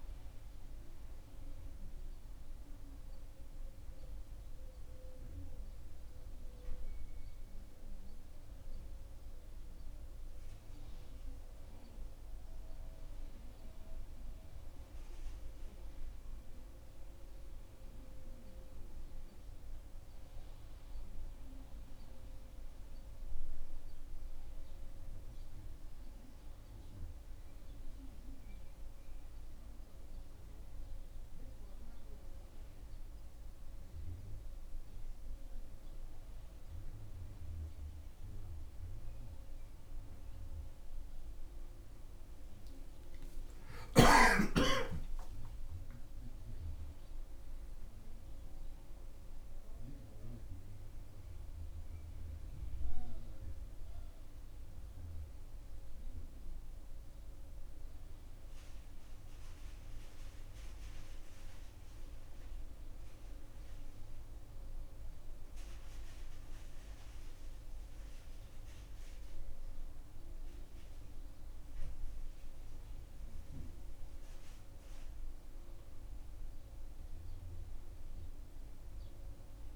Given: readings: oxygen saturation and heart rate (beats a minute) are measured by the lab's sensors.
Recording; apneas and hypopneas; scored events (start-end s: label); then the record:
a person awake in a sleep study, hard to hear, by a room microphone; none
none scored
From the record:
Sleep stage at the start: awake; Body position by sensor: on the back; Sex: male